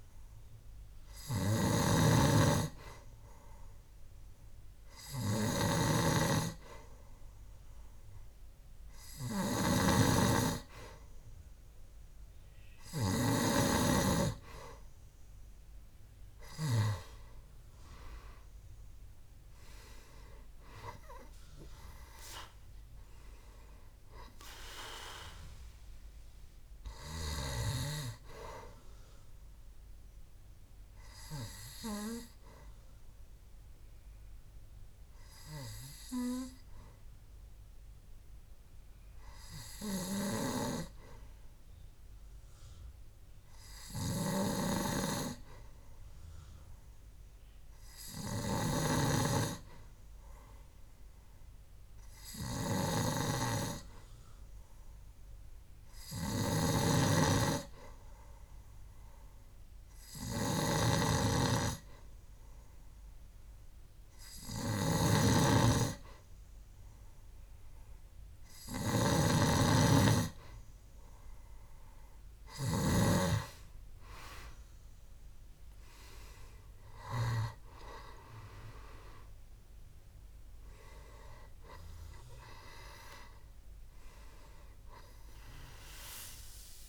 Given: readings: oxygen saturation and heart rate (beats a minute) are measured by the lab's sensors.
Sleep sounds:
breathing in sleep by a room microphone; 1
20.50-24.50 s: arousal
32.50-68.00 s: hypopnea (oxygen 95% before, 92% lowest, heart rate 72 before, 65 extreme, up 3 after)
57.50-78.50 s: oxygen desaturation (device-marked, oxygen 97% before, 92% lowest, heart rate 67 before, 66 extreme)
73.50-77.50 s: arousal
From the record:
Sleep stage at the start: N2 (light sleep); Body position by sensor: on the back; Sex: male

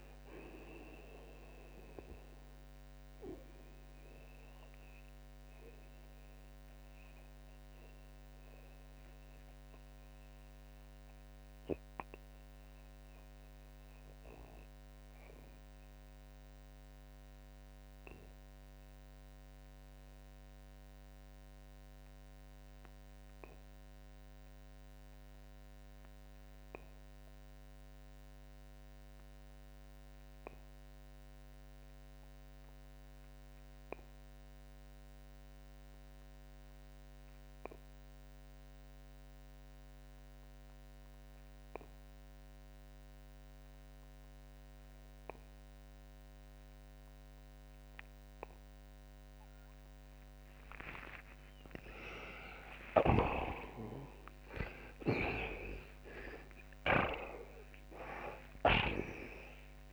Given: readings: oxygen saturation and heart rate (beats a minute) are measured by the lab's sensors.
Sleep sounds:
breathing in sleep by a microphone on the trachea; 1
0.00-24.00 s: oxygen desaturation (device-marked, oxygen 81% lowest)
2.00-51.00 s: mixed apnea (oxygen 92% before, 74% lowest)
26.00-35.00 s: oxygen desaturation (device-marked, oxygen 85% before, 74% lowest)
52.00-55.00 s: arousal
52.50-57.00 s: snoring (device-marked)
56.00-59.93 s: oxygen desaturation (device-marked, oxygen 93% before, 89% lowest)
From the record:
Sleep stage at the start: REM sleep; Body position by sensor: on the back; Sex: male

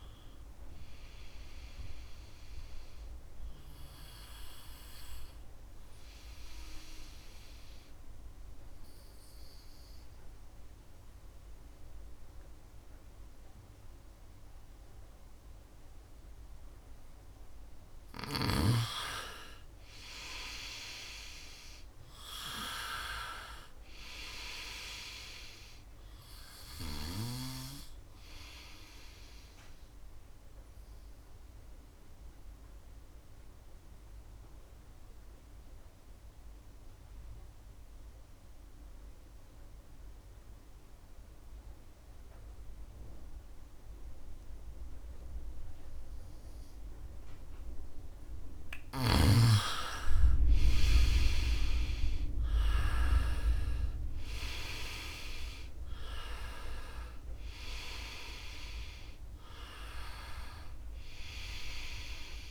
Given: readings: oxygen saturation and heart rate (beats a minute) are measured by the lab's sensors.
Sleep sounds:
breathing in sleep by a room microphone; 2
1.50-15.00 s: obstructive apnea (oxygen 98% before, 89% lowest, heart rate 76 before, 67 extreme, up 3 after)
2.00-17.00 s: oxygen desaturation (device-marked, oxygen 98% before, 94% lowest, heart rate 75 before, 67 extreme)
18.00-22.50 s: arousal
19.00-43.00 s: oxygen desaturation (device-marked, oxygen 95% before, 91% lowest, heart rate 72 before, 67 extreme)
29.50-46.50 s: obstructive apnea (oxygen 97% before, 89% lowest, heart rate 72 before, 67 extreme, up 5 after)
48.00-53.00 s: arousal
55.00-62.50 s: oxygen desaturation (device-marked, oxygen 97% before, 89% lowest, heart rate 70 before, 67 extreme)
From the record:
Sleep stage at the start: N2 (light sleep); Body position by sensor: on the right side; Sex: male

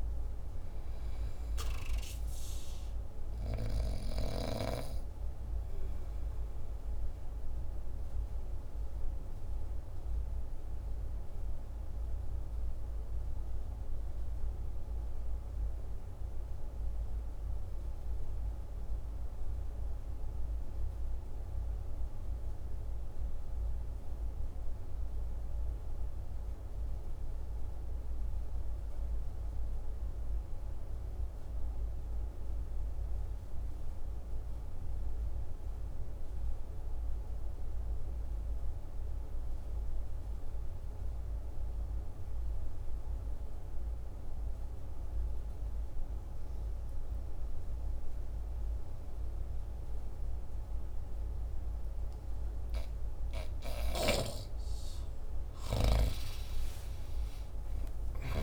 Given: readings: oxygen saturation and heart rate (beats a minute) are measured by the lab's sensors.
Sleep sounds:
breathing in sleep by a room microphone; 1
0.00-17.50 s: oxygen desaturation (device-marked, oxygen 81% lowest, heart rate 49 extreme)
7.50-51.50 s: mixed apnea (oxygen 96% before, 71% lowest, heart rate 57 before, 49 extreme, up 18 after)
31.50-58.43 s: oxygen desaturation (device-marked, oxygen 99% before, 71% lowest, heart rate 50 before, 48 extreme)
56.00-58.43 s: arousal
From the record:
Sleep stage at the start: REM sleep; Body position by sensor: on the back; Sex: male

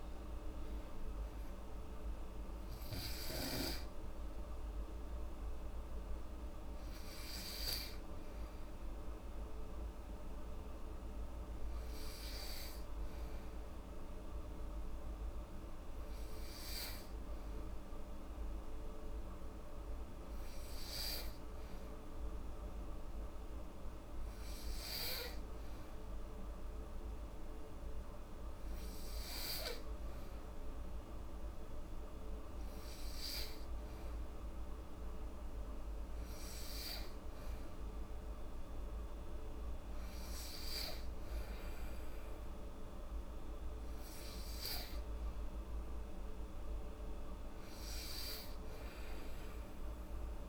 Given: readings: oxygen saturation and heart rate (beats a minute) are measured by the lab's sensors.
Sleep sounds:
breathing in sleep, hard to hear, by a room microphone; 1
10.00-34.00 s: hypopnea (oxygen 94% before, 92% lowest, heart rate 78 before, 70 extreme, up 3 after)
30.50-50.49 s: oxygen desaturation (device-marked, oxygen 97% before, 92% lowest, heart rate 71 before, 72 extreme)
35.50-38.00 s: arousal
From the record:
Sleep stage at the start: N2 (light sleep); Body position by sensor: on the back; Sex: female

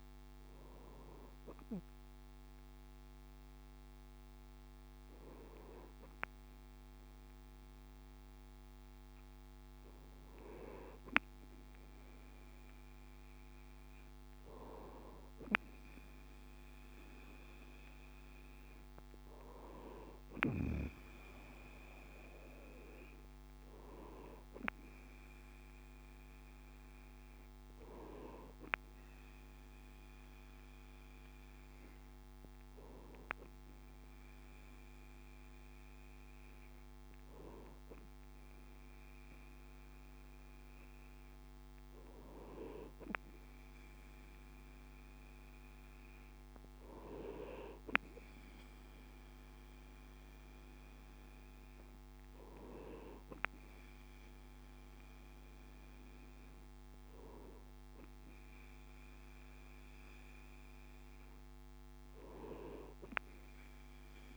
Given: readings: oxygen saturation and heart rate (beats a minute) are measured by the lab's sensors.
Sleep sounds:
breathing in sleep by a microphone on the trachea; none
none scored
From the record:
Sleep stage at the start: N2 (light sleep); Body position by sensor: on the right side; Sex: male

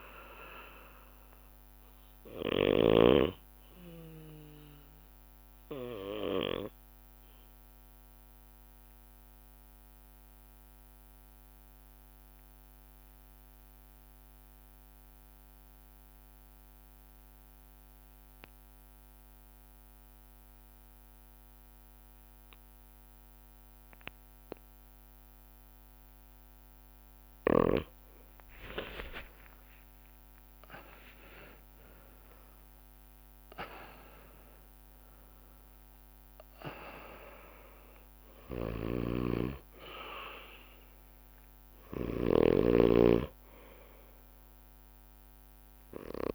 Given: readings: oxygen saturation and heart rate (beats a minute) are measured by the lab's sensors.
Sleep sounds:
breathing in sleep by a microphone on the trachea; 1
0.00-13.50 s: oxygen desaturation (device-marked, oxygen 93% lowest)
5.00-26.50 s: obstructive apnea (oxygen 99% before, 92% lowest)
29.00-34.00 s: arousal
30.00-32.00 s: long interval between heartbeats (device-marked)
30.50-46.35 s: bradycardia (device-marked)
38.50-46.35 s: snoring (device-marked)
40.50-42.50 s: oxygen desaturation (device-marked, oxygen 97% before, 93% lowest)
44.50-46.35 s: oxygen desaturation (device-marked, oxygen 97% before, 92% lowest)
From the record:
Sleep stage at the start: N2 (light sleep); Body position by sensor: on the back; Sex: male

